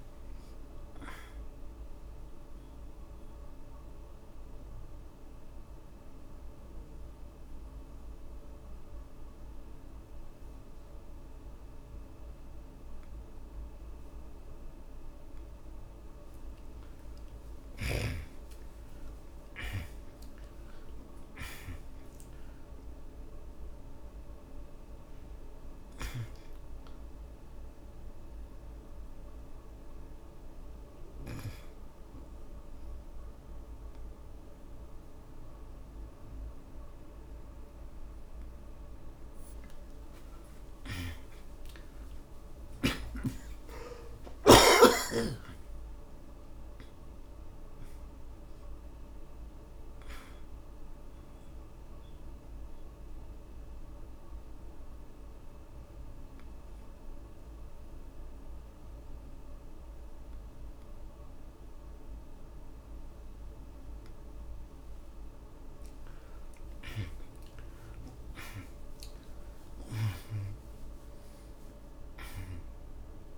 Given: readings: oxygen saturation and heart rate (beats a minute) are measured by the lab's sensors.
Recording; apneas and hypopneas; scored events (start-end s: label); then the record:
breathing in sleep by a room microphone; 3
0.00-11.00 s: oxygen desaturation (device-marked, oxygen 96% before, 84% lowest, heart rate 80 before, 46 extreme)
1.50-15.00 s: obstructive apnea (oxygen 98% before, 79% lowest, heart rate 81 before, 46 extreme, up 37 after)
16.50-21.50 s: arousal
22.00-42.00 s: oxygen desaturation (device-marked, oxygen 94% before, 79% lowest, heart rate 69 before, 53 extreme)
28.00-40.50 s: hypopnea (oxygen 94% before, 79% lowest, heart rate 67 before, 53 extreme, up 22 after)
42.00-47.00 s: arousal
51.50-64.50 s: obstructive apnea (oxygen 94% before, 72% lowest, heart rate 78 before, 45 extreme, up 21 after)
56.00-66.00 s: oxygen desaturation (device-marked, oxygen 90% before, 80% lowest, heart rate 78 before, 45 extreme)
67.50-72.00 s: arousal
From the record:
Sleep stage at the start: N2 (light sleep); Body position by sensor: on the back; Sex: male